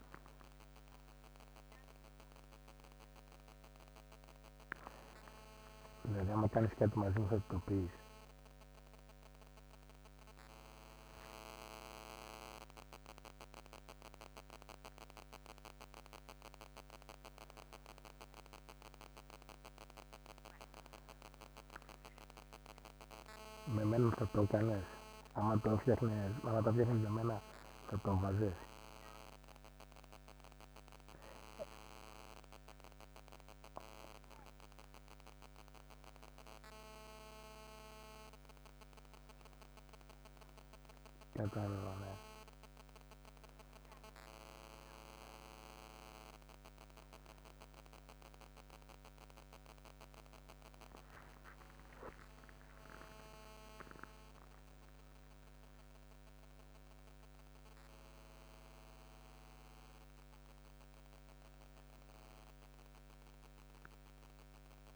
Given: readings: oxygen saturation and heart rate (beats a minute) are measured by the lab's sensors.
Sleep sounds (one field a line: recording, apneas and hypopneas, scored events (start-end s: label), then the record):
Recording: a person partly awake in a sleep study, by a microphone on the trachea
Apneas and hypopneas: none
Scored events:
6.50-64.96 s: new sleep stage, N2 (light sleep)
From the record:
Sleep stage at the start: awake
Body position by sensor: on the back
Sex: male